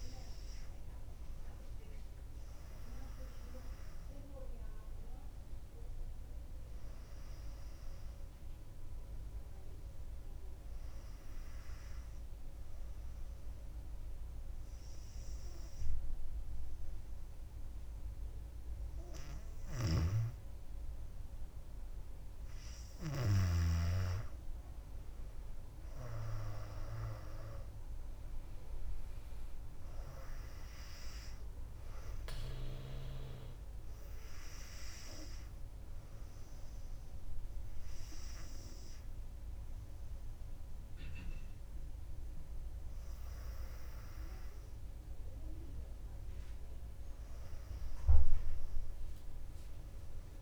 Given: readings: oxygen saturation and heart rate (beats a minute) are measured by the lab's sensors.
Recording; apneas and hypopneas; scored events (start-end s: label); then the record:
breathing in sleep by a room microphone; 2
7.50-10.50 s: arousal
13.00-24.00 s: obstructive apnea (oxygen 97% before, 94% lowest, heart rate 60 before, 58 extreme, up 4 after)
26.00-29.50 s: arousal
31.50-48.50 s: oxygen desaturation (device-marked, oxygen 97% before, 94% lowest, heart rate 61 before, 58 extreme)
34.00-45.00 s: hypopnea (oxygen 97% before, 94% lowest, heart rate 62 before, 58 extreme, up 5 after)
From the record:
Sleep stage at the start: N2 (light sleep); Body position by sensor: on the back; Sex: female